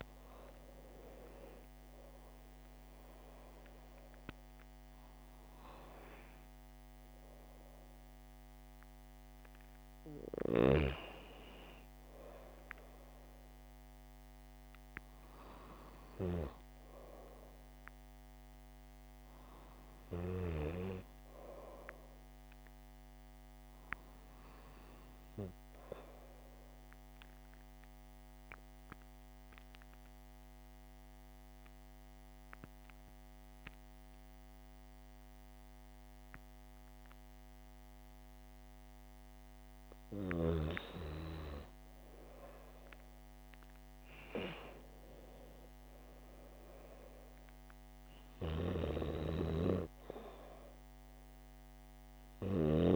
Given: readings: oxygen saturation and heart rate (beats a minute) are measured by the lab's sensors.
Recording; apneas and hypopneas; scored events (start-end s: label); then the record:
breathing in sleep by a microphone on the trachea; 1
16.00-19.50 s: arousal
27.00-39.50 s: obstructive apnea (oxygen 99% before, 90% lowest, heart rate 77 before, 74 extreme, up 6 after)
42.00-44.50 s: arousal
45.50-52.96 s: oxygen desaturation (device-marked, oxygen 97% before, 93% lowest, heart rate 75 before, 72 extreme)
From the record:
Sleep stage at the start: N2 (light sleep); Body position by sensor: on the right side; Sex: female